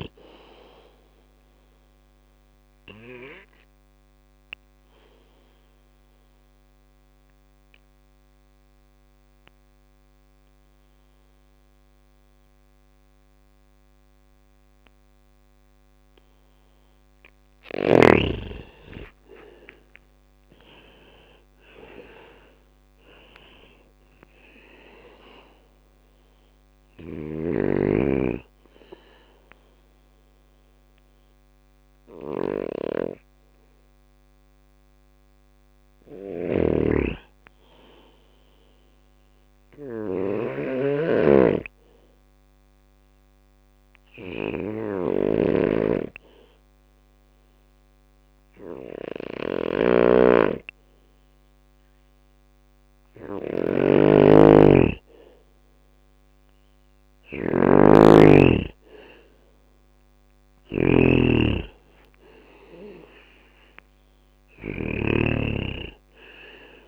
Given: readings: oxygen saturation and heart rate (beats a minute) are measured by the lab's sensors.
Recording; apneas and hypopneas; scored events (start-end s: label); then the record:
breathing in sleep by a microphone on the trachea; 2
0.00-11.00 s: oxygen desaturation (device-marked, oxygen 89% lowest, heart rate 63 extreme)
0.50-16.00 s: obstructive apnea (oxygen 99% before, 89% lowest, heart rate 65 before, 63 extreme, up 20 after)
18.00-22.00 s: arousal
20.00-33.00 s: drop in pulse transit time (device-marked, heart rate 65 before, 63 extreme)
22.50-24.50 s: long interval between heartbeats (device-marked, heart rate 65 before, 82 extreme)
24.00-38.00 s: oxygen desaturation (device-marked, oxygen 99% before, 92% lowest, heart rate 67 before, 63 extreme)
26.00-66.88 s: snoring (device-marked)
39.00-52.00 s: obstructive apnea (oxygen 99% before, 92% lowest, heart rate 71 before, 64 extreme, up 4 after)
54.50-59.00 s: arousal
58.00-66.88 s: oxygen desaturation (device-marked, oxygen 97% before, 92% lowest, heart rate 67 before, 63 extreme)
60.00-66.88 s: drop in pulse transit time (device-marked, heart rate 67 before, 65 extreme)
From the record:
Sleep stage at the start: N2 (light sleep); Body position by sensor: on the back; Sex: male